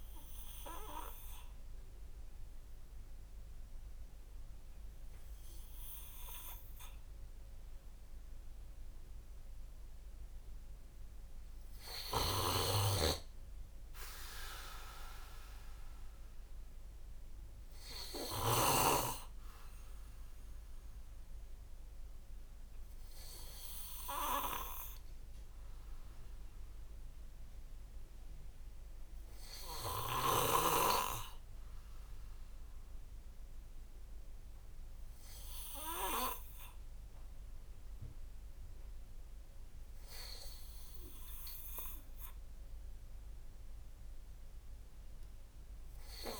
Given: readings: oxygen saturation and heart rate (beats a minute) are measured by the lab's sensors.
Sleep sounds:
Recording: a person partly awake in a sleep study, by a room microphone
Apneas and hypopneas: none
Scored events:
27.50-46.40 s: new sleep stage, awake
From the record:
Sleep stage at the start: N2 (light sleep)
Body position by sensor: on the back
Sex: male

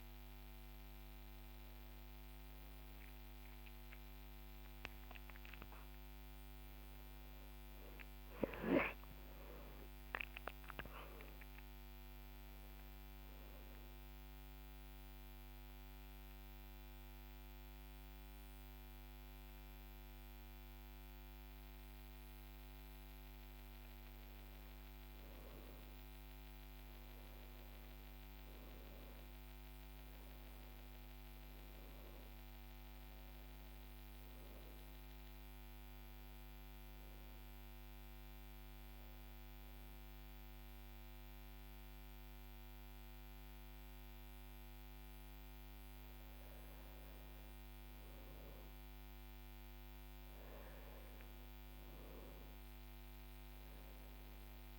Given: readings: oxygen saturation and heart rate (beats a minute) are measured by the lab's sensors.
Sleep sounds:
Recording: breathing in sleep, hard to hear, by a microphone on the trachea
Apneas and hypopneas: 2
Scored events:
13.00-25.50 s: hypopnea (oxygen 99% before, 94% lowest, heart rate 68 before, 53 extreme, up 8 after)
26.50-30.00 s: arousal
35.50-46.50 s: hypopnea (oxygen 99% before, 94% lowest, heart rate 61 before, 52 extreme, up 6 after)
48.50-53.00 s: arousal
From the record:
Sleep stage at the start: N1 (lightest sleep)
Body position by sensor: on the back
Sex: male

